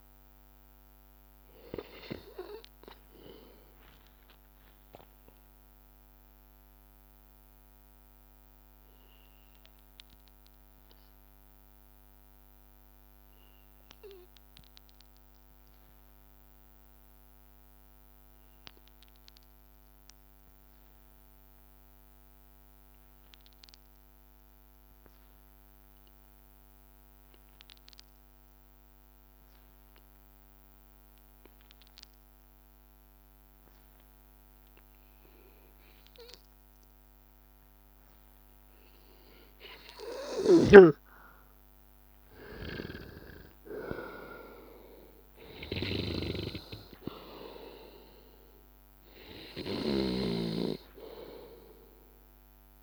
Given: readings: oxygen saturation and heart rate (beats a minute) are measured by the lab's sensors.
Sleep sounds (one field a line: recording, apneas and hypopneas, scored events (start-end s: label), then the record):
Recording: breathing in sleep by a microphone on the trachea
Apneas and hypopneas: 1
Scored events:
0.00-6.50 s: oxygen desaturation (device-marked, oxygen 88% lowest, heart rate 82 extreme)
2.50-5.50 s: arousal
8.00-38.50 s: hypopnea (oxygen 98% before, 90% lowest, heart rate 85 before, 82 extreme, up 1 after)
25.50-52.83 s: oxygen desaturation (device-marked, oxygen 98% before, 90% lowest, heart rate 83 before, 82 extreme)
41.00-45.00 s: arousal
From the record:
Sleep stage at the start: N2 (light sleep)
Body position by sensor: on the back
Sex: male